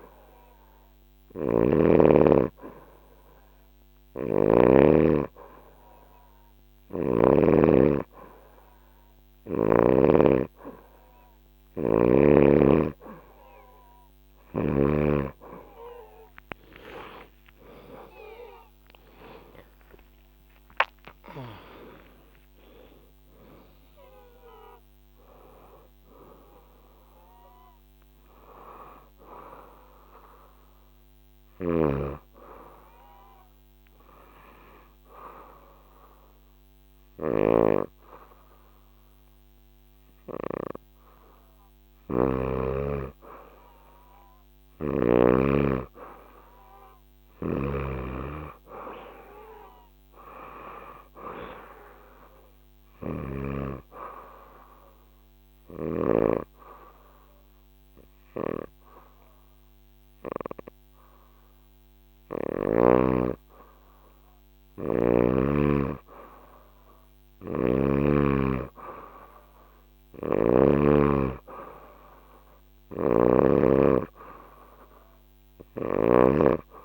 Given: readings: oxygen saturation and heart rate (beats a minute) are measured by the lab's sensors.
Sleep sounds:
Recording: breathing in sleep by a microphone on the trachea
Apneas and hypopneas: 2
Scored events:
0.00-4.50 s: snoring (device-marked)
16.50-21.50 s: arousal
31.00-45.00 s: snoring (device-marked)
32.50-44.00 s: hypopnea (oxygen 93% before, 92% lowest, heart rate 118 before, 75 extreme, up 38 after)
47.00-50.50 s: arousal
47.00-56.00 s: snoring (device-marked)
48.00-63.00 s: oxygen desaturation (device-marked, oxygen 97% before, 93% lowest, heart rate 95 before, 115 extreme)
55.00-65.50 s: obstructive apnea (oxygen 97% before, 91% lowest, heart rate 108 before, 115 extreme, up 34 after)
67.00-70.50 s: snoring (device-marked)
67.00-71.00 s: arousal
71.00-76.85 s: oxygen desaturation (device-marked, oxygen 96% before, 93% lowest, heart rate 132 before, 85 extreme)
72.50-76.00 s: snoring (device-marked)
From the record:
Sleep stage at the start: N2 (light sleep)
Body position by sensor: on the back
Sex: female

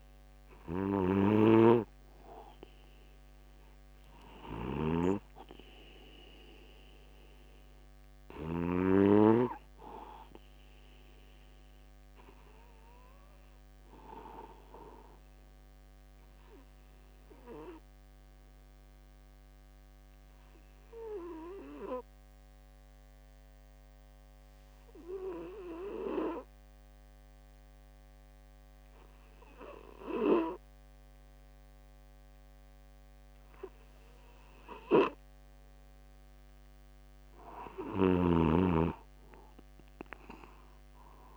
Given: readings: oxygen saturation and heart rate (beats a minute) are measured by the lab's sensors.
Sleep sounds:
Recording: breathing in sleep by a microphone on the trachea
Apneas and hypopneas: 1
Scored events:
0.00-9.00 s: snoring (device-marked)
11.50-35.00 s: obstructive apnea (oxygen 96% before, 92% lowest, heart rate 50 before, 48 extreme, up 2 after)
12.50-25.50 s: oxygen desaturation (device-marked, oxygen 96% before, 93% lowest, heart rate 50 before, 48 extreme)
28.50-30.50 s: long interval between heartbeats (device-marked, heart rate 50 before, 53 extreme)
From the record:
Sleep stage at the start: N2 (light sleep)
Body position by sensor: upright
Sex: male

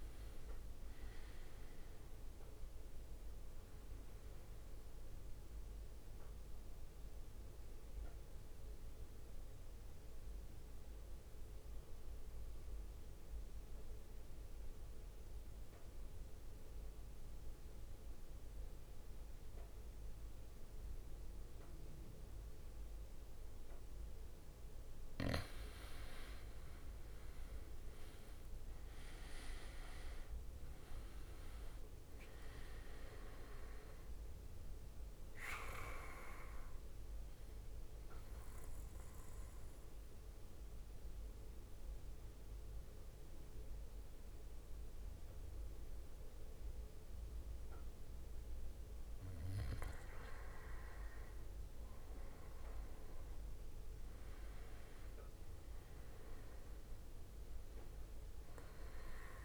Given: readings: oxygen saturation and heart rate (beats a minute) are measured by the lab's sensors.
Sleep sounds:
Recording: breathing in sleep by a room microphone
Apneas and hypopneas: 2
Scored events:
0.00-8.00 s: drop in pulse transit time (device-marked, heart rate 56 extreme)
0.00-19.00 s: oxygen desaturation (device-marked, oxygen 93% lowest, heart rate 52 extreme)
4.00-25.50 s: mixed apnea (oxygen 98% before, 91% lowest, heart rate 68 before, 52 extreme, up 11 after)
27.50-31.50 s: arousal
31.00-48.00 s: oxygen desaturation (device-marked, oxygen 99% before, 91% lowest, heart rate 59 before, 52 extreme)
37.50-50.00 s: mixed apnea (oxygen 99% before, 91% lowest, heart rate 63 before, 52 extreme, up 15 after)
52.00-55.50 s: arousal
From the record:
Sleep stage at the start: N2 (light sleep)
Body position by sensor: on the back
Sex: male

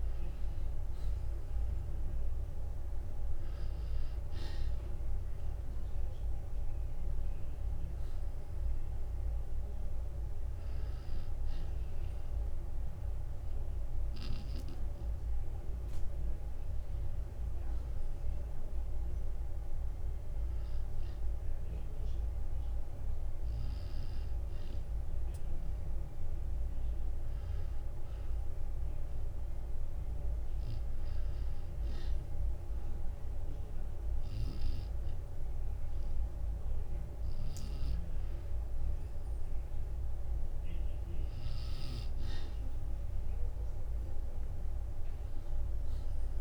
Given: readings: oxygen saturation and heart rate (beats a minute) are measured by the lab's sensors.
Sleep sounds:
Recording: breathing in sleep, hard to hear, by a room microphone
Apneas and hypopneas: none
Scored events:
22.00-24.00 s: long interval between heartbeats (device-marked, heart rate 55 before, 59 extreme)
From the record:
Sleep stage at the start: N2 (light sleep)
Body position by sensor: on the back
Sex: male

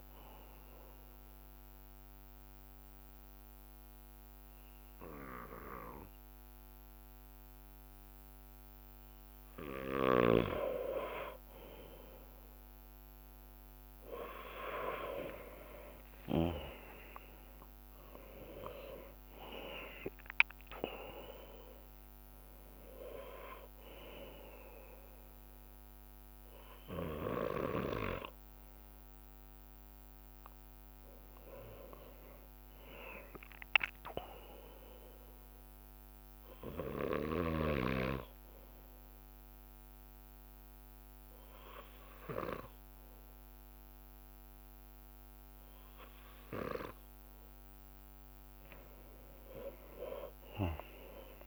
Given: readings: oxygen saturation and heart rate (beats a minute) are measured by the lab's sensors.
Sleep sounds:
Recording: breathing in sleep by a microphone on the trachea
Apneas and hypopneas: 1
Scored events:
0.00-1.00 s: drop in pulse transit time (device-marked, heart rate 65 extreme)
0.50-11.00 s: mixed apnea (oxygen 98% before, 96% lowest, heart rate 68 before, 57 extreme, up 12 after)
3.00-8.00 s: bradycardia (device-marked, heart rate 62 before, 59 extreme)
15.00-19.50 s: arousal
15.00-20.50 s: leg movement (device-marked)
15.50-17.50 s: long interval between heartbeats (device-marked, heart rate 64 before, 68 extreme)
24.00-28.00 s: bradycardia (device-marked, heart rate 62 before, 58 extreme)
31.50-38.00 s: leg movement (device-marked)
32.00-51.46 s: drop in pulse transit time (device-marked, heart rate 66 before, 55 extreme)
37.00-48.00 s: bradycardia (device-marked, heart rate 63 before, 55 extreme)
49.00-51.46 s: leg movement (device-marked)
50.00-51.46 s: arousal
From the record:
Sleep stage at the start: N2 (light sleep)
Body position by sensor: on the left side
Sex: male

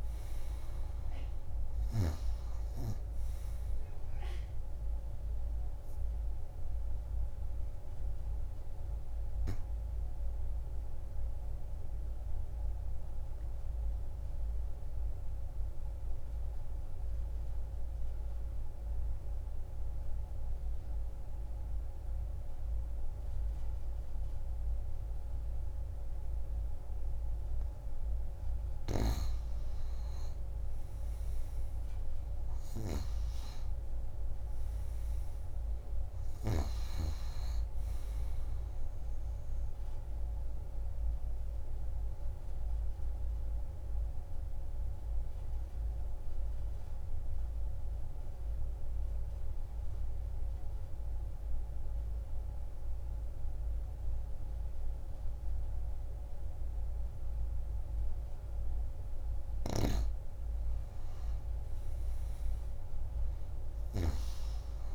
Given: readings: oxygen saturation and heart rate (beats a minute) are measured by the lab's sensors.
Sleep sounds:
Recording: breathing in sleep, hard to hear, by a room microphone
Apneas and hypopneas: 2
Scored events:
1.00-23.00 s: oxygen desaturation (device-marked, oxygen 95% before, 90% lowest)
5.50-26.50 s: obstructive apnea (oxygen 97% before, 89% lowest)
30.00-35.00 s: arousal
35.00-60.00 s: oxygen desaturation (device-marked, oxygen 97% before, 89% lowest)
41.50-57.50 s: obstructive apnea (oxygen 97% before, 89% lowest)
61.00-64.95 s: arousal
From the record:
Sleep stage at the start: N2 (light sleep)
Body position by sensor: on the back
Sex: female

